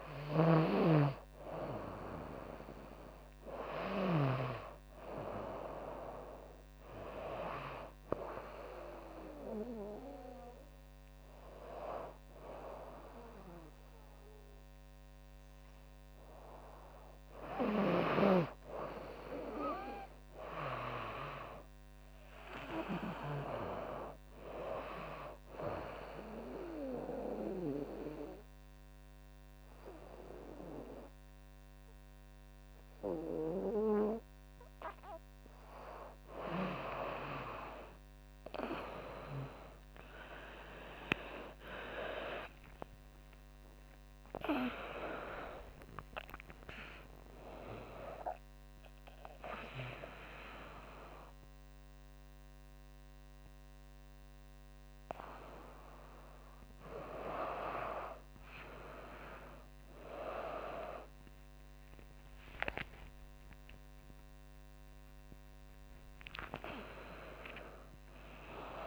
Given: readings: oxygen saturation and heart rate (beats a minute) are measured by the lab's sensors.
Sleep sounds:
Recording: a person awake in a sleep study, by a microphone on the trachea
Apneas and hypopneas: 1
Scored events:
0.00-3.50 s: snoring (device-marked)
0.00-4.50 s: arousal
7.50-18.00 s: obstructive apnea (oxygen 98% before, 94% lowest, heart rate 82 before, 76 extreme, up 6 after)
23.00-34.00 s: oxygen desaturation (device-marked, oxygen 97% before, 94% lowest, heart rate 81 before, 76 extreme)
27.00-68.87 s: new sleep stage, awake
42.00-49.00 s: tachycardia (device-marked, heart rate 81 before, 122 extreme)
44.00-46.00 s: long interval between heartbeats (device-marked, heart rate 80 before, 91 extreme)
47.00-49.00 s: long interval between heartbeats (device-marked, heart rate 83 before, 118 extreme)
From the record:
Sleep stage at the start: N2 (light sleep)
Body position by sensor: on the right side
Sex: female

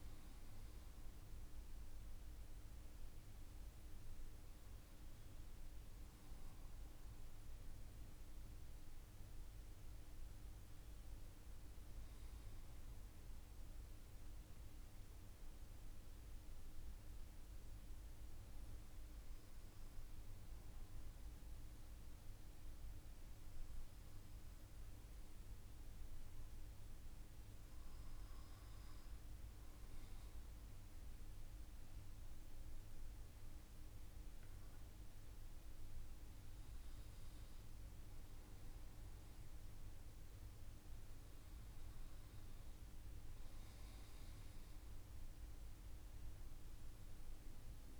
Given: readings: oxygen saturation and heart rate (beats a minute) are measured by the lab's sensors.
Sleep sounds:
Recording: breathing in sleep, hard to hear, by a room microphone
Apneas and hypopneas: none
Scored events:
11.00-48.00 s: new sleep stage, N2 (light sleep)
31.00-34.00 s: arousal
From the record:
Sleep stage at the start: N1 (lightest sleep)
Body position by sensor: on the front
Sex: male

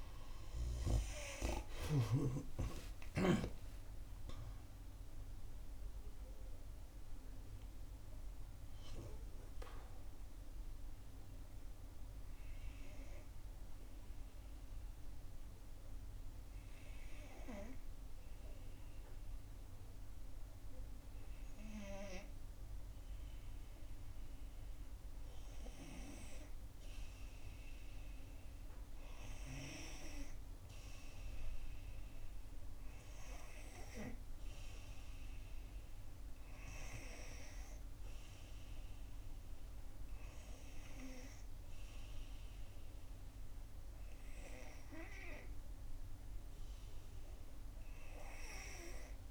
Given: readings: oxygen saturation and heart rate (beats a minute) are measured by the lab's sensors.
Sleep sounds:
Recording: breathing in sleep by a room microphone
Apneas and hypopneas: 1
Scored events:
0.00-1.00 s: arousal
11.00-24.00 s: obstructive apnea (oxygen 91% before, 88% lowest, heart rate 70 before, 61 extreme, up 3 after)
27.00-29.50 s: arousal
From the record:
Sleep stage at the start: N2 (light sleep)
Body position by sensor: on the back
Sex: female

